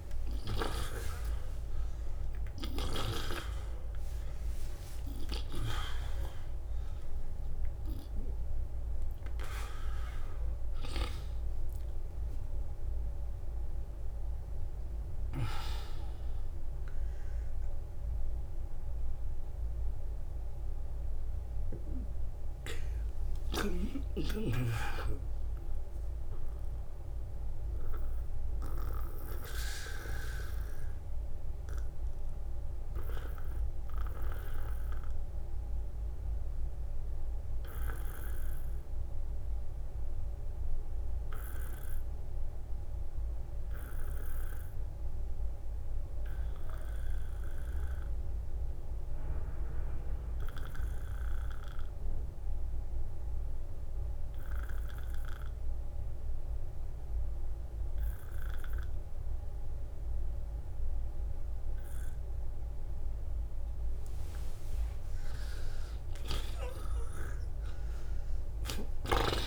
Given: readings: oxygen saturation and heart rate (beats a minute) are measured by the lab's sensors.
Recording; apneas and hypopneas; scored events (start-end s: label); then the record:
breathing in sleep by a room microphone; 1
5.00-7.00 s: long interval between heartbeats (device-marked, heart rate 53 before, 92 extreme)
9.50-15.00 s: arousal
23.00-48.00 s: oxygen desaturation (device-marked, oxygen 95% before, 88% lowest, heart rate 72 before, 38 extreme)
24.00-63.50 s: obstructive apnea (oxygen 97% before, 85% lowest, heart rate 72 before, 38 extreme, up 10 after)
25.50-27.50 s: long interval between heartbeats (device-marked, heart rate 71 before, 60 extreme)
34.00-36.00 s: long interval between heartbeats (device-marked, heart rate 57 before, 54 extreme)
37.00-39.00 s: long interval between heartbeats (device-marked, heart rate 56 before, 43 extreme)
49.00-51.00 s: long interval between heartbeats (device-marked, heart rate 52 before, 53 extreme)
64.00-69.47 s: oxygen desaturation (device-marked, oxygen 96% before, 91% lowest, heart rate 55 before, 49 extreme)
65.00-69.47 s: arousal
67.50-69.47 s: long interval between heartbeats (device-marked, heart rate 53 before, 48 extreme)
From the record:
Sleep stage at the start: N2 (light sleep); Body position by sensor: on the back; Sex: male